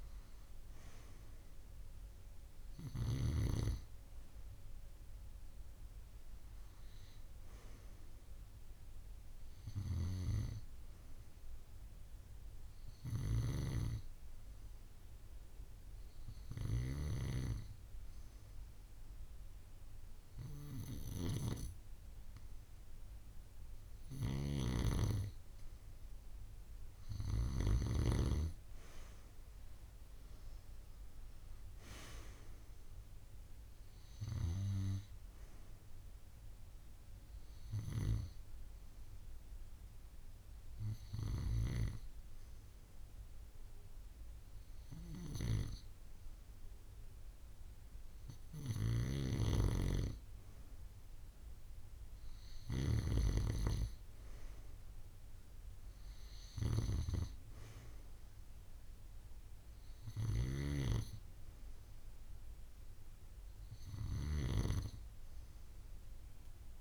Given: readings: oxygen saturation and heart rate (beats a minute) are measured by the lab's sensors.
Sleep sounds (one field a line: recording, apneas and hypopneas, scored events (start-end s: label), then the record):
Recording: breathing in sleep by a room microphone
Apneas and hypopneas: 2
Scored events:
14.50-26.50 s: hypopnea (oxygen 95% before, 93% lowest)
31.00-35.50 s: arousal
39.50-50.00 s: hypopnea (oxygen 96% before, 93% lowest)
51.50-54.50 s: arousal
From the record:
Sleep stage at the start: N2 (light sleep)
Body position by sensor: on the right side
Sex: female